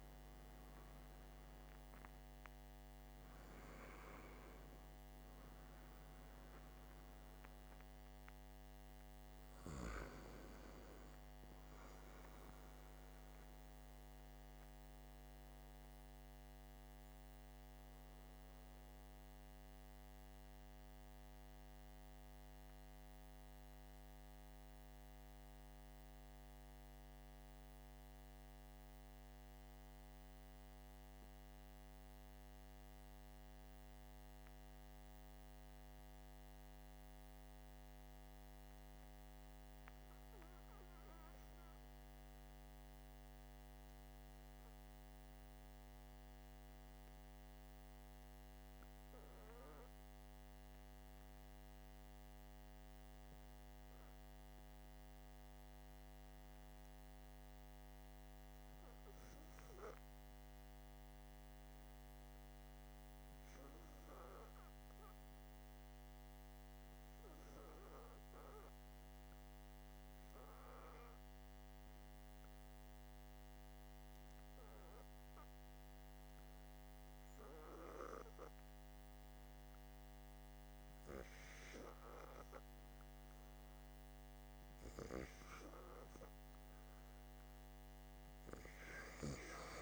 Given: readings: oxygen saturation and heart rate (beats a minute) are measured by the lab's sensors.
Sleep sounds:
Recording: breathing in sleep by a microphone on the trachea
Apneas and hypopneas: 1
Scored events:
19.00-85.50 s: mixed apnea (oxygen 97% before, 79% lowest, heart rate 53 before, 43 extreme, up 7 after)
20.00-32.00 s: oxygen desaturation (device-marked, oxygen 97% before, 91% lowest, heart rate 53 before, 43 extreme)
From the record:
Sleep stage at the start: REM sleep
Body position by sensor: on the back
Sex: male

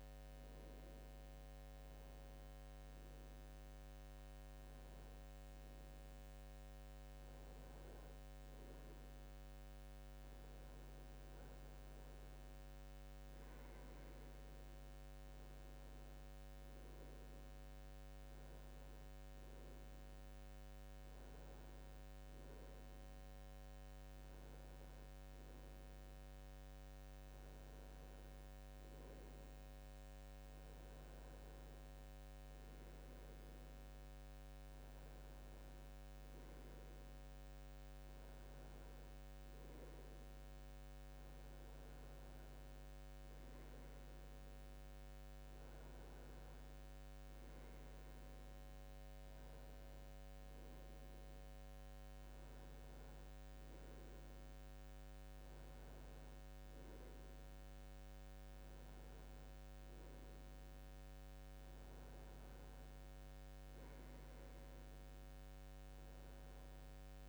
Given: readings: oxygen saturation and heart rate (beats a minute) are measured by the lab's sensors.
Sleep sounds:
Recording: breathing in sleep, hard to hear, by a microphone on the trachea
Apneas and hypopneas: none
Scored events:
2.00-16.00 s: oxygen desaturation (device-marked, oxygen 96% before, 93% lowest, heart rate 79 before, 78 extreme)
From the record:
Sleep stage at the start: N2 (light sleep)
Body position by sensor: on the back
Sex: male

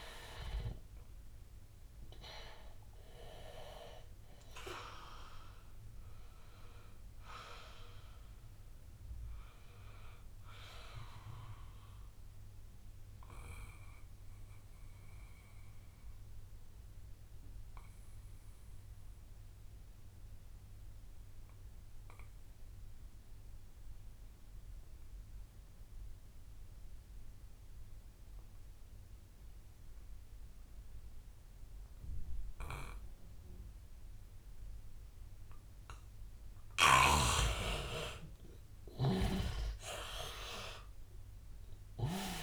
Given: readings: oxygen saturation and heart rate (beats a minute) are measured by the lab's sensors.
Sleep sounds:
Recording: breathing in sleep by a room microphone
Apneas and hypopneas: 1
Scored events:
0.00-18.00 s: oxygen desaturation (device-marked, oxygen 86% lowest, heart rate 83 extreme)
11.00-37.00 s: obstructive apnea (oxygen 99% before, 85% lowest, heart rate 91 before, 83 extreme, up 7 after)
34.00-42.43 s: oxygen desaturation (device-marked, oxygen 99% before, 85% lowest, heart rate 85 before, 73 extreme)
38.50-42.43 s: arousal
From the record:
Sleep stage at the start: N2 (light sleep)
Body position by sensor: on the back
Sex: male

